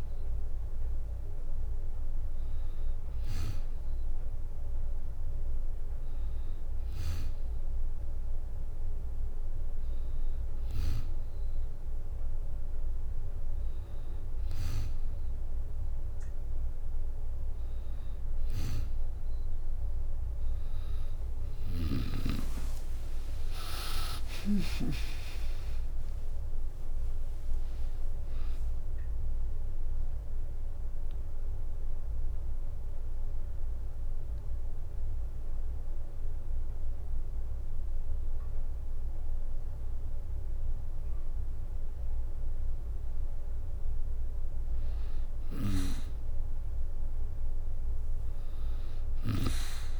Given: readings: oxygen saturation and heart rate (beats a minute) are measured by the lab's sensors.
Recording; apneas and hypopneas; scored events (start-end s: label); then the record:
breathing in sleep by a room microphone; 1
18.00-24.50 s: snoring (device-marked)
20.50-22.50 s: long interval between heartbeats (device-marked, heart rate 70 before, 88 extreme)
21.00-24.00 s: arousal
24.00-26.00 s: drop in pulse transit time (device-marked, heart rate 75 before, 97 extreme)
26.50-28.50 s: long interval between heartbeats (device-marked, heart rate 77 before, 90 extreme)
28.00-41.00 s: drop in pulse transit time (device-marked, heart rate 80 before, 66 extreme)
30.00-41.00 s: obstructive apnea (oxygen 94% before, 92% lowest, heart rate 82 before, 66 extreme, up 2 after)
43.50-46.50 s: arousal
45.00-50.00 s: snoring (device-marked)
From the record:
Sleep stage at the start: N2 (light sleep); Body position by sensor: on the back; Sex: female